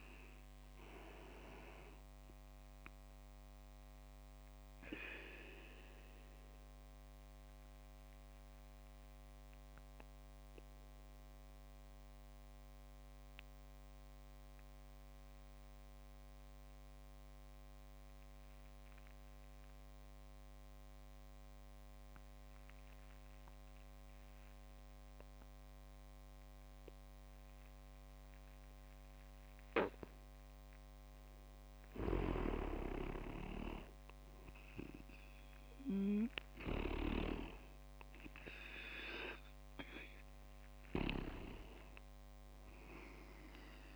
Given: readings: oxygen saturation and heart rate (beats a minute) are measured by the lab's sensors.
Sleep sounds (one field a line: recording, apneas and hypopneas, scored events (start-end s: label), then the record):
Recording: breathing in sleep by a microphone on the trachea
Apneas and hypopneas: 1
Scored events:
0.00-8.00 s: oxygen desaturation (device-marked, oxygen 92% lowest)
6.50-30.00 s: mixed apnea (oxygen 97% before, 92% lowest)
31.50-35.00 s: arousal
32.00-37.50 s: snoring (device-marked)
33.00-43.96 s: oxygen desaturation (device-marked, oxygen 99% before, 92% lowest)
From the record:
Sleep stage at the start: N2 (light sleep)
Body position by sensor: on the back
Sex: male